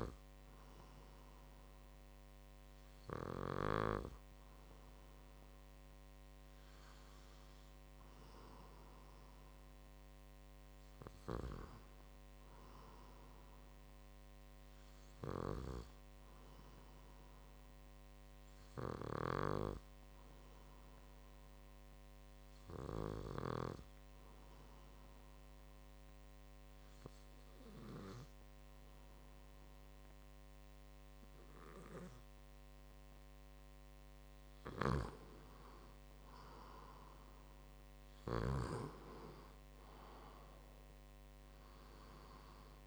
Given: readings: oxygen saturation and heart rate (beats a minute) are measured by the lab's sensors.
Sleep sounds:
breathing in sleep by a microphone on the trachea; 1
10.50-14.00 s: arousal
19.50-32.50 s: obstructive apnea (oxygen 96% before, 93% lowest, heart rate 60 before, 57 extreme, up 5 after)
35.00-38.00 s: arousal
From the record:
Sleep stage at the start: N2 (light sleep); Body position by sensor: on the back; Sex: male

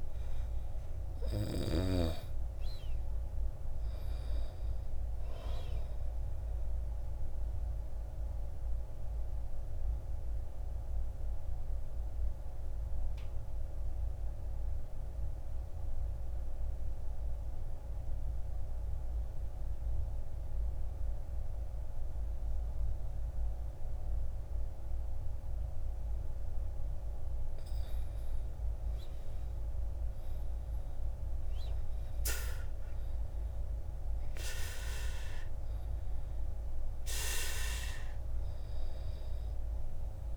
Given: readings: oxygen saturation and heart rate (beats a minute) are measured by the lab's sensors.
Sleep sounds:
breathing in sleep by a room microphone; 1
7.50-25.50 s: oxygen desaturation (device-marked, oxygen 95% before, 83% lowest, heart rate 65 before, 53 extreme)
8.00-27.50 s: obstructive apnea (oxygen 97% before, 83% lowest, heart rate 65 before, 52 extreme, up 12 after)
30.50-35.00 s: arousal
From the record:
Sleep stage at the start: N2 (light sleep); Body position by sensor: on the back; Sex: male

